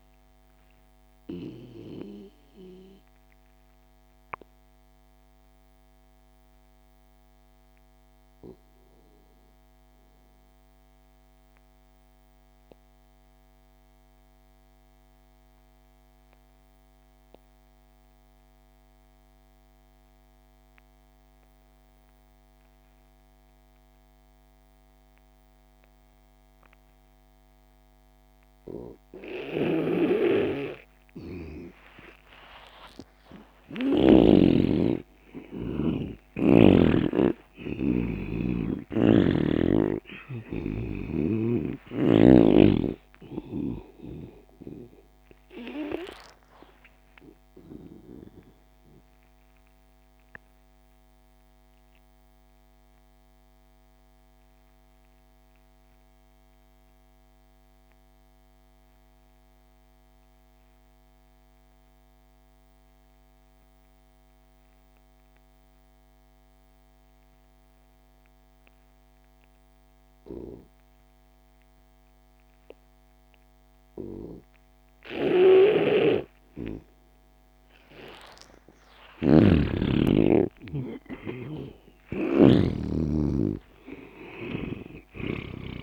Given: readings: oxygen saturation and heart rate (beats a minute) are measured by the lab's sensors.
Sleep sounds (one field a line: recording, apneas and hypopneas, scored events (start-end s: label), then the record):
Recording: breathing in sleep by a microphone on the trachea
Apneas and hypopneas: 2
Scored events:
0.00-10.00 s: oxygen desaturation (device-marked, oxygen 84% lowest)
0.50-31.50 s: obstructive apnea (oxygen 98% before, 82% lowest)
26.00-56.00 s: oxygen desaturation (device-marked, oxygen 98% before, 84% lowest)
29.50-34.00 s: snoring (device-marked)
32.50-38.00 s: arousal
45.00-78.00 s: obstructive apnea (oxygen 98% before, 82% lowest)
72.00-85.82 s: oxygen desaturation (device-marked, oxygen 98% before, 82% lowest)
75.50-85.82 s: snoring (device-marked)
78.50-82.50 s: arousal
From the record:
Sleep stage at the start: N2 (light sleep)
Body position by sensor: on the back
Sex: male